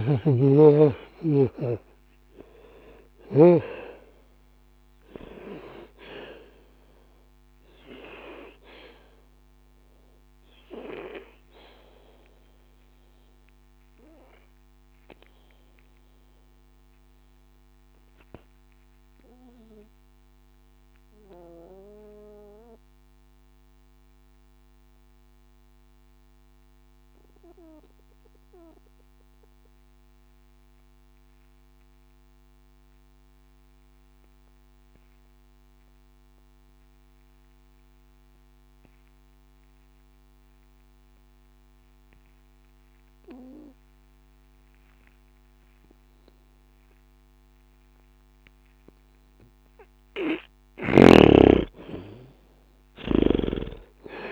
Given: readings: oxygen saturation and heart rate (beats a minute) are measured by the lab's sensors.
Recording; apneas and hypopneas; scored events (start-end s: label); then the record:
breathing in sleep by a microphone on the trachea; 1
0.00-3.50 s: snoring (device-marked)
2.00-26.00 s: oxygen desaturation (device-marked, oxygen 91% before, 76% lowest, heart rate 60 before, 60 extreme)
6.50-49.50 s: obstructive apnea (oxygen 96% before, 75% lowest, heart rate 60 before, 60 extreme, up 0 after)
43.00-54.32 s: oxygen desaturation (device-marked, oxygen 99% before, 75% lowest, heart rate 60 before, 60 extreme)
52.50-54.32 s: arousal
From the record:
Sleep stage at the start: N2 (light sleep); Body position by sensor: on the back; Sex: male